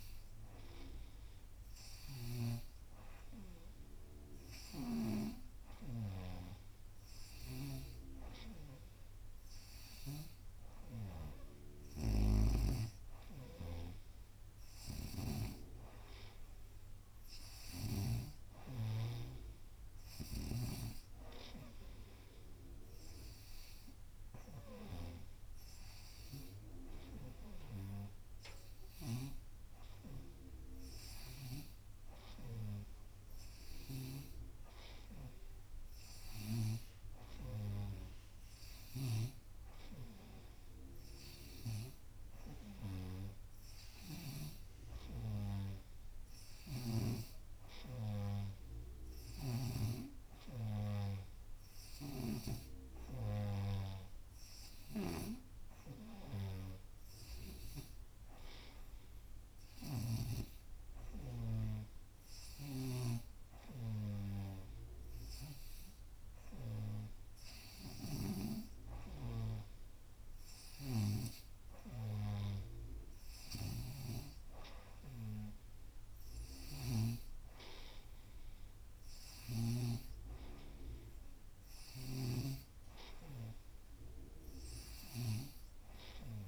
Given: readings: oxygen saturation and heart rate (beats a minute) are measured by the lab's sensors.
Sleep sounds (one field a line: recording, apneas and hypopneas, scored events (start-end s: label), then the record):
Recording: breathing in sleep by a room microphone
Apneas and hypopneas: none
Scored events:
0.00-1.00 s: arousal
0.00-1.00 s: oxygen desaturation (device-marked, oxygen 88% lowest, heart rate 88 extreme)
6.00-19.00 s: snoring (device-marked)
46.50-68.50 s: snoring (device-marked)
75.00-82.00 s: oxygen desaturation (device-marked, oxygen 95% before, 92% lowest, heart rate 89 before, 88 extreme)
From the record:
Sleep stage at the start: N2 (light sleep)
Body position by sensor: on the right side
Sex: female